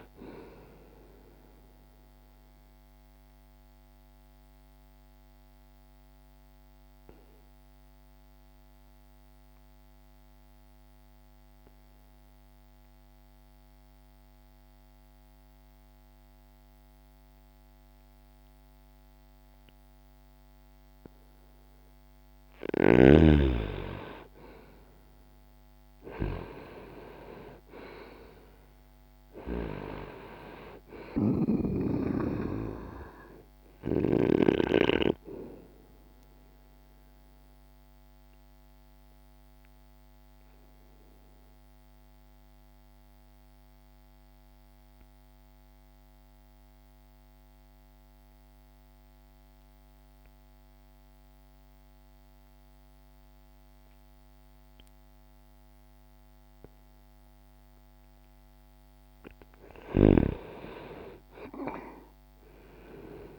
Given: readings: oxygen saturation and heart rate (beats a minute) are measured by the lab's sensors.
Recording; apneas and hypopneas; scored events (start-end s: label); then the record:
breathing in sleep by a microphone on the trachea; 2
0.00-21.00 s: oxygen desaturation (device-marked, oxygen 86% lowest, heart rate 60 extreme)
2.00-22.00 s: obstructive apnea (oxygen 97% before, 85% lowest, heart rate 65 before, 60 extreme, up 2 after)
24.00-29.00 s: arousal
31.00-56.00 s: oxygen desaturation (device-marked, oxygen 97% before, 85% lowest, heart rate 62 before, 60 extreme)
37.50-58.00 s: obstructive apnea (oxygen 97% before, 85% lowest, heart rate 62 before, 59 extreme, up 1 after)
59.50-63.39 s: arousal
From the record:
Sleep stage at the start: N2 (light sleep); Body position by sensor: on the right side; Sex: male